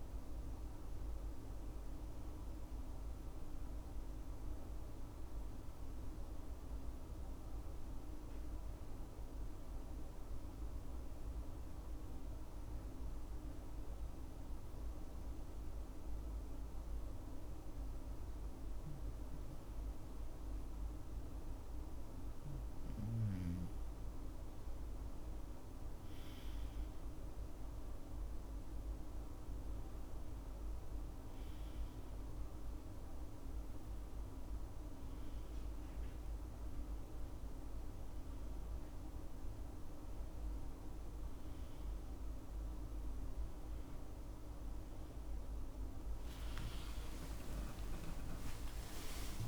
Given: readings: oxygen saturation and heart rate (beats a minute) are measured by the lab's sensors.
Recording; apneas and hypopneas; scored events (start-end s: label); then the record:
breathing in sleep, hard to hear, by a room microphone; 1
8.00-22.50 s: obstructive apnea (oxygen 98% before, 94% lowest, heart rate 67 before, 64 extreme, up 9 after)
24.00-27.50 s: arousal
26.00-49.48 s: new sleep stage, N1 (lightest sleep)
45.00-49.48 s: tachycardia (device-marked, heart rate 68 before, 114 extreme)
48.00-49.48 s: long interval between heartbeats (device-marked, heart rate 76 before, 110 extreme)
From the record:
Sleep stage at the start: N2 (light sleep); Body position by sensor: on the left side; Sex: male